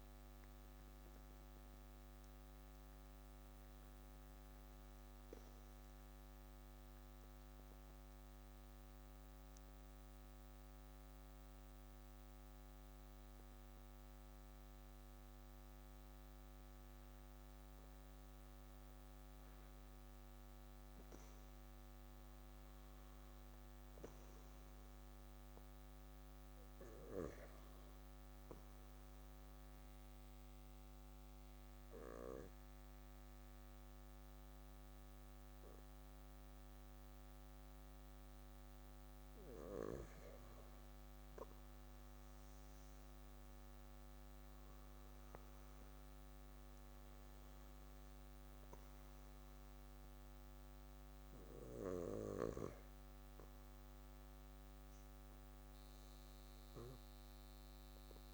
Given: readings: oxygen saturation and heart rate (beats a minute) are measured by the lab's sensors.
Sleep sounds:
breathing in sleep by a microphone on the trachea; 2
5.50-18.50 s: obstructive apnea (oxygen 98% before, 95% lowest, heart rate 72 before, 58 extreme, up 7 after)
21.00-24.00 s: arousal
29.00-40.50 s: obstructive apnea (oxygen 98% before, 95% lowest, heart rate 61 before, 58 extreme, up 9 after)
43.00-46.50 s: arousal
From the record:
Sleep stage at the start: N2 (light sleep); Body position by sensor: on the right side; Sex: male

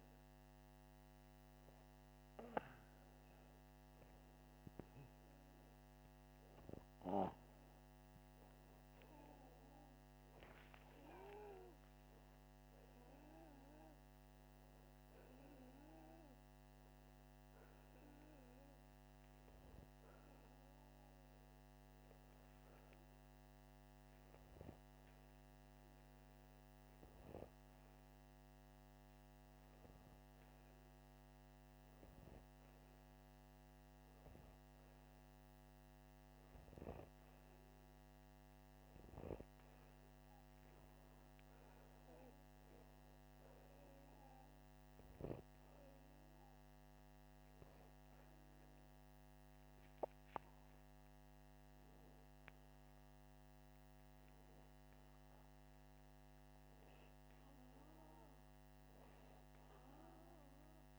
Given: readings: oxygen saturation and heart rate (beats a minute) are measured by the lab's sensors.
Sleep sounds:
breathing in sleep by a microphone on the trachea; 1
12.50-18.50 s: arousal
45.50-55.50 s: hypopnea (oxygen 96% before, 94% lowest, heart rate 87 before, 84 extreme, up 1 after)
57.50-60.99 s: arousal
From the record:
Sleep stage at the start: N2 (light sleep); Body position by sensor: upright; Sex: male

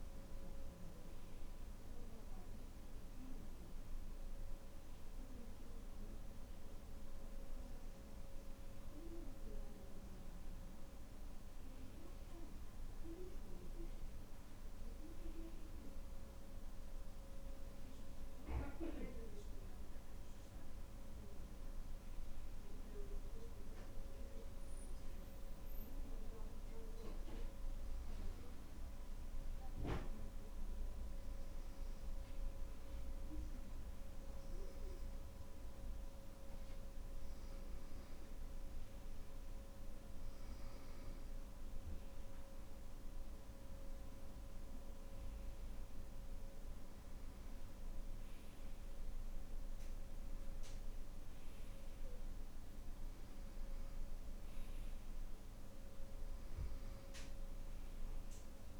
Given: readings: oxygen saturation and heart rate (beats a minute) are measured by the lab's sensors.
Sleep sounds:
breathing in sleep, hard to hear, by a room microphone; none
none scored
From the record:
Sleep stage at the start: N2 (light sleep); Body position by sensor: on the back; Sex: male

